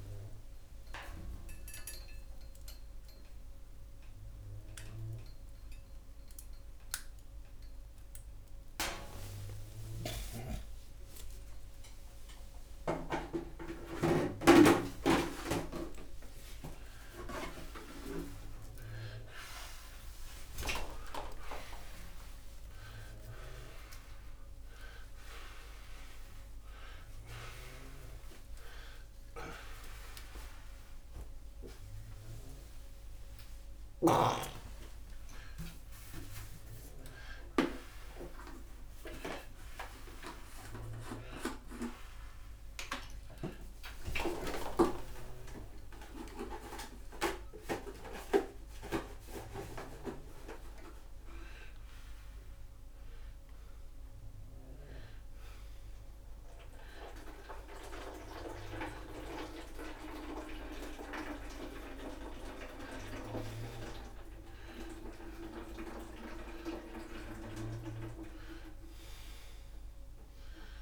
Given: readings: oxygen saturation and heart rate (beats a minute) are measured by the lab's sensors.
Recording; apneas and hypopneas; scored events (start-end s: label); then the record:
a person awake in a sleep study, by a room microphone; none
5.50-19.50 s: oxygen desaturation (device-marked, oxygen 91% before, 84% lowest, heart rate 108 before, 57 extreme)
From the record:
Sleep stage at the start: awake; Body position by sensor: upright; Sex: male